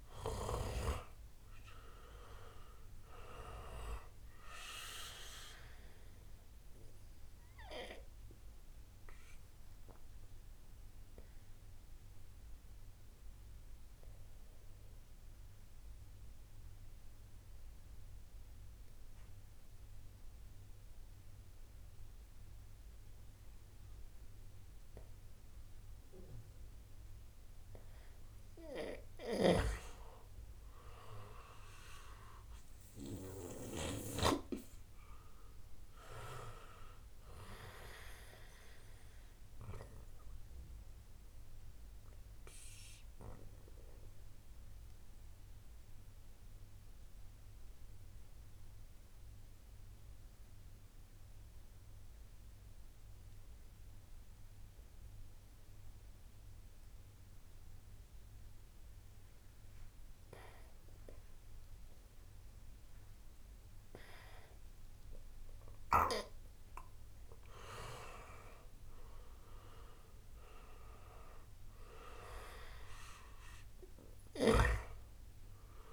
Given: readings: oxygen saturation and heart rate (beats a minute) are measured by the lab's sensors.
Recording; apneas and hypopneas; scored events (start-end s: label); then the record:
breathing in sleep by a room microphone; 2
0.00-1.50 s: arousal
0.00-23.50 s: oxygen desaturation (device-marked, oxygen 91% lowest, heart rate 64 extreme)
8.00-26.50 s: obstructive apnea (oxygen 96% before, 91% lowest, heart rate 67 before, 64 extreme, up 0 after)
29.00-34.00 s: snoring (device-marked)
30.00-33.50 s: arousal
40.50-63.00 s: obstructive apnea (oxygen 97% before, 91% lowest, heart rate 67 before, 45 extreme, up 0 after)
65.50-75.93 s: oxygen desaturation (device-marked, oxygen 96% before, 91% lowest, heart rate 71 before, 45 extreme)
68.00-72.00 s: arousal
From the record:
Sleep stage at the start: N2 (light sleep); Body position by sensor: on the right side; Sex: male